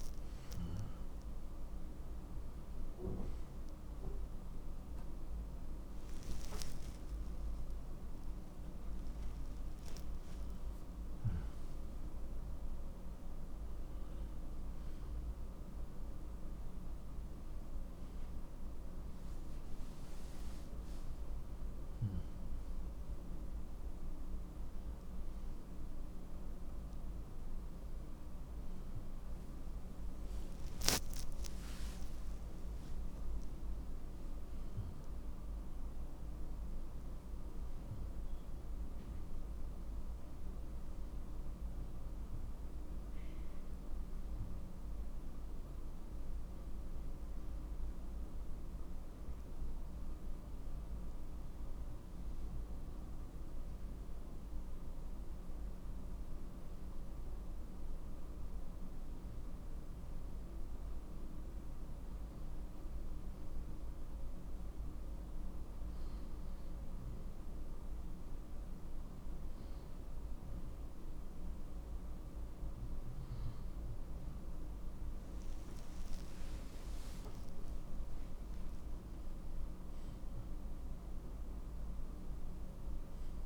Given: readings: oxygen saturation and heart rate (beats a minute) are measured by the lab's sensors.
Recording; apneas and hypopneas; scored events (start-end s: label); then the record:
a person partly awake in a sleep study, hard to hear, by a room microphone; none
0.50-19.50 s: oxygen desaturation (device-marked, oxygen 89% before, 75% lowest)
17.50-83.46 s: new sleep stage, N1 (lightest sleep)
72.50-77.00 s: arousal
From the record:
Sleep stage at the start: awake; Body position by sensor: on the left side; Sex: male